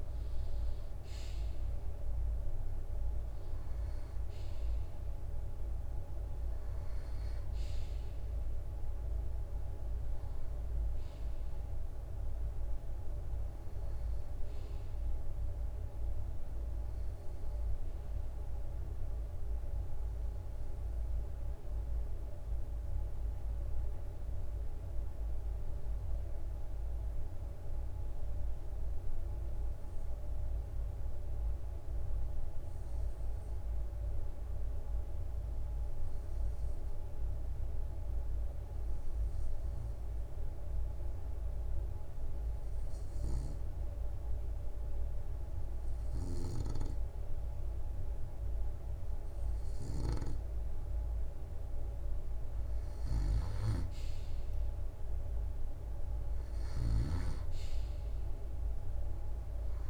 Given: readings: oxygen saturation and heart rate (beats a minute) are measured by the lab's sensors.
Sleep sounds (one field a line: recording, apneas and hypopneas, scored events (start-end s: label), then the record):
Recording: breathing in sleep, hard to hear, by a room microphone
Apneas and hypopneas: 1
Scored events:
21.50-42.50 s: obstructive apnea (oxygen 97% before, 93% lowest, heart rate 67 before, 64 extreme, up 1 after)
36.00-54.00 s: oxygen desaturation (device-marked, oxygen 97% before, 93% lowest, heart rate 66 before, 64 extreme)
44.00-46.50 s: arousal
46.00-56.50 s: snoring (device-marked)
52.00-59.90 s: drop in pulse transit time (device-marked, heart rate 66 before, 64 extreme)
From the record:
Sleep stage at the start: N2 (light sleep)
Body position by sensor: on the right side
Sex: male